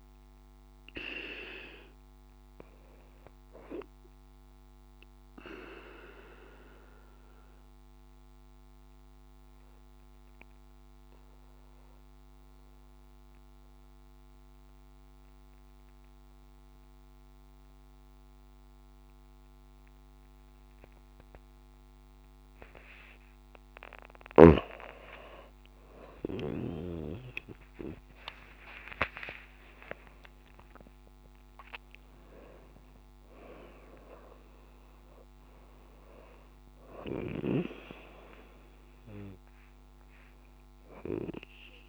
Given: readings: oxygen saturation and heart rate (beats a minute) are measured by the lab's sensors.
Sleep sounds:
breathing in sleep by a microphone on the trachea; 1
4.50-23.50 s: obstructive apnea (oxygen 97% before, 92% lowest)
26.50-29.50 s: arousal
28.00-30.00 s: long interval between heartbeats (device-marked)
30.00-41.89 s: oxygen desaturation (device-marked, oxygen 97% before, 92% lowest)
From the record:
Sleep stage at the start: N2 (light sleep); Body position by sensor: on the right side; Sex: female

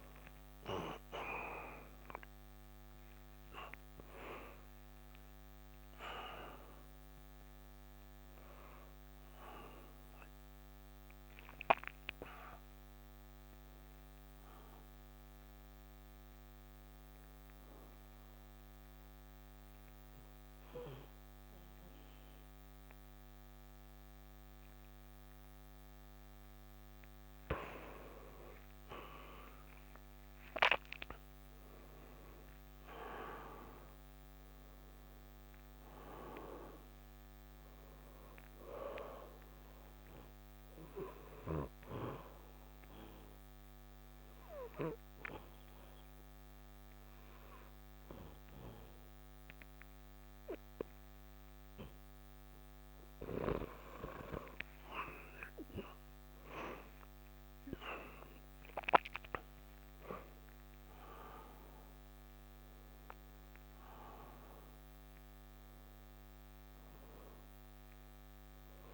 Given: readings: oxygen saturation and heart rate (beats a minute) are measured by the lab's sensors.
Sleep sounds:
breathing in sleep by a microphone on the trachea; 2
0.00-17.00 s: oxygen desaturation (device-marked, oxygen 86% lowest, heart rate 62 extreme)
14.00-27.50 s: hypopnea (oxygen 97% before, 88% lowest, heart rate 82 before, 62 extreme, up 6 after)
29.50-34.00 s: arousal
37.00-53.00 s: oxygen desaturation (device-marked, oxygen 96% before, 89% lowest, heart rate 66 before, 61 extreme)
43.00-54.50 s: obstructive apnea (oxygen 97% before, 86% lowest, heart rate 66 before, 61 extreme, up 5 after)
56.00-60.00 s: arousal
61.00-68.94 s: oxygen desaturation (device-marked, oxygen 97% before, 90% lowest, heart rate 64 before, 62 extreme)
From the record:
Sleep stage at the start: N2 (light sleep); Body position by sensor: on the back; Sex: male

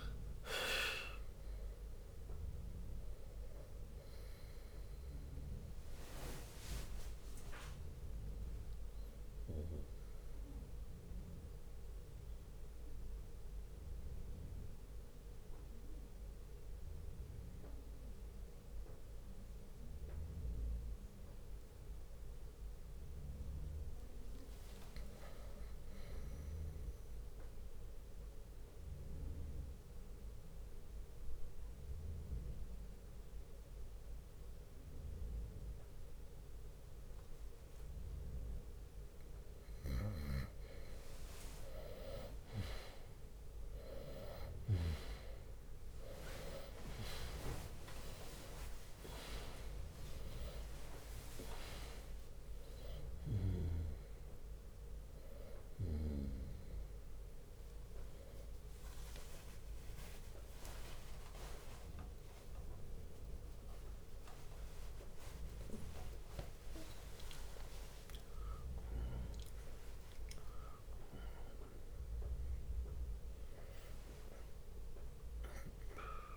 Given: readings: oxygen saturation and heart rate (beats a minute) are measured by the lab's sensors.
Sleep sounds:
a person partly awake in a sleep study, by a room microphone; 2
0.00-1.00 s: arousal
0.00-16.00 s: oxygen desaturation (device-marked, oxygen 98% before, 93% lowest, heart rate 61 before, 58 extreme)
1.00-16.00 s: drop in pulse transit time (device-marked, heart rate 61 before, 65 extreme)
11.00-22.00 s: central apnea (oxygen 98% before, 91% lowest, heart rate 66 before, 58 extreme, up 6 after)
15.00-22.00 s: bradycardia (device-marked, heart rate 65 before, 58 extreme)
24.50-27.50 s: arousal
29.50-39.50 s: obstructive apnea (oxygen 96% before, 91% lowest, heart rate 63 before, 63 extreme, up 24 after)
43.00-73.00 s: new sleep stage, awake
44.00-56.00 s: oxygen desaturation (device-marked, oxygen 98% before, 93% lowest, heart rate 63 before, 73 extreme)
45.50-47.50 s: long interval between heartbeats (device-marked, heart rate 64 before, 72 extreme)
46.00-59.00 s: drop in pulse transit time (device-marked, heart rate 64 before, 72 extreme)
47.50-49.50 s: long interval between heartbeats (device-marked, heart rate 65 before, 87 extreme)
58.00-63.00 s: tachycardia (device-marked, heart rate 64 before, 116 extreme)
59.00-61.00 s: long interval between heartbeats (device-marked, heart rate 77 before, 93 extreme)
61.00-73.00 s: oxygen desaturation (device-marked, oxygen 94% before, 91% lowest, heart rate 80 before, 61 extreme)
62.00-64.00 s: long interval between heartbeats (device-marked, heart rate 83 before, 115 extreme)
67.00-69.00 s: long interval between heartbeats (device-marked, heart rate 93 before, 88 extreme)
73.00-76.37 s: new sleep stage, N2 (light sleep)
From the record:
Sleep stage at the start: N2 (light sleep); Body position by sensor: on the right side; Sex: male

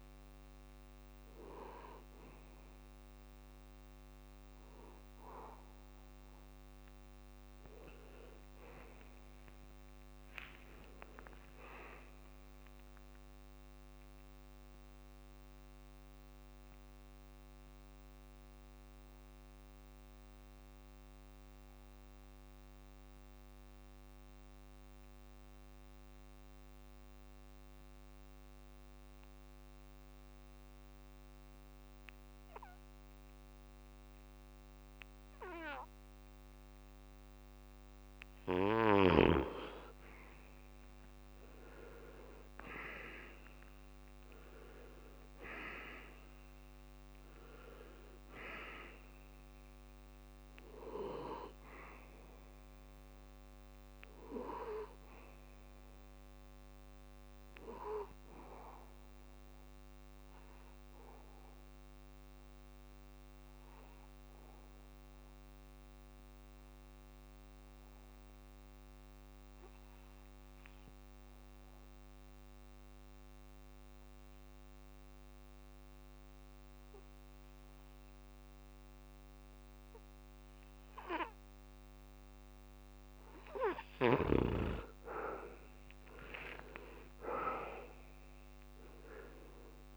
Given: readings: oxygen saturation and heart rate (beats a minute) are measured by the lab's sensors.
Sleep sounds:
breathing in sleep by a microphone on the trachea; 2
0.00-14.50 s: oxygen desaturation (device-marked, oxygen 82% lowest, heart rate 64 extreme)
10.50-14.00 s: arousal
15.00-37.00 s: obstructive apnea (oxygen 98% before, 85% lowest, heart rate 88 before, 65 extreme)
35.50-65.50 s: oxygen desaturation (device-marked, oxygen 98% before, 85% lowest, heart rate 67 before, 64 extreme)
40.00-42.50 s: arousal
60.00-83.50 s: obstructive apnea (oxygen 97% before, 84% lowest, heart rate 94 before, 64 extreme, up 52 after)
83.50-89.97 s: oxygen desaturation (device-marked, oxygen 98% before, 84% lowest, heart rate 64 before, 65 extreme)
85.50-89.97 s: arousal
From the record:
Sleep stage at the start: N2 (light sleep); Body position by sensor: on the back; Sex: male

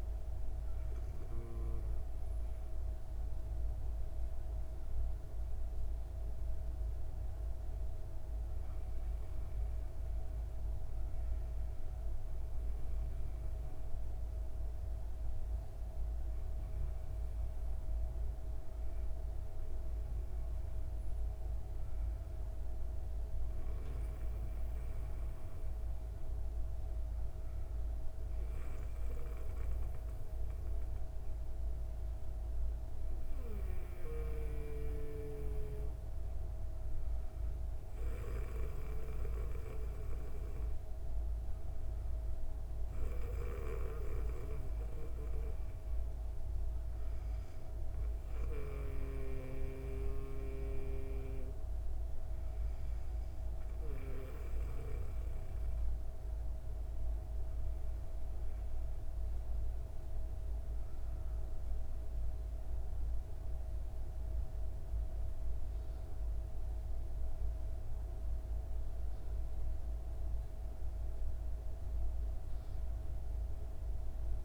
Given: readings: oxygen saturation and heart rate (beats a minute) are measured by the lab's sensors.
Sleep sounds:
breathing in sleep by a room microphone; 2
7.50-20.50 s: hypopnea (oxygen 99% before, 96% lowest, heart rate 116 before, 84 extreme)
23.00-27.00 s: arousal
30.50-74.45 s: new sleep stage, N2 (light sleep)
41.00-54.50 s: hypopnea (oxygen 98% before, 96% lowest, heart rate 134 before, 78 extreme, up 28 after)
57.00-60.00 s: arousal
From the record:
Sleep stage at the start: REM sleep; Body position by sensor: on the back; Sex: female

